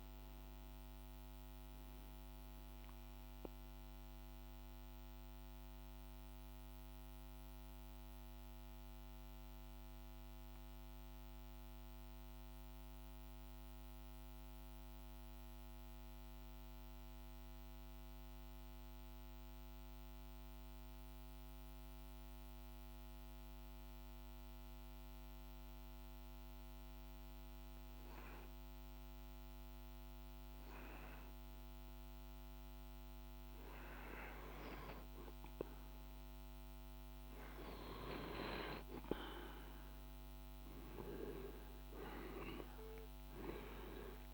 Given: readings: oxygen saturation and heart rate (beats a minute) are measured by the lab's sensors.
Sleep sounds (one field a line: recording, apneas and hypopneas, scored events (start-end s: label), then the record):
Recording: breathing in sleep by a microphone on the trachea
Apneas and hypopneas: 1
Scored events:
0.00-9.00 s: oxygen desaturation (device-marked, oxygen 88% lowest, heart rate 46 extreme)
1.50-34.50 s: mixed apnea (oxygen 98% before, 90% lowest, heart rate 53 before, 46 extreme, up 5 after)
28.00-44.34 s: oxygen desaturation (device-marked, oxygen 99% before, 90% lowest, heart rate 49 before, 49 extreme)
41.00-44.34 s: arousal
From the record:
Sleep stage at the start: N2 (light sleep)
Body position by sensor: on the right side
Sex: male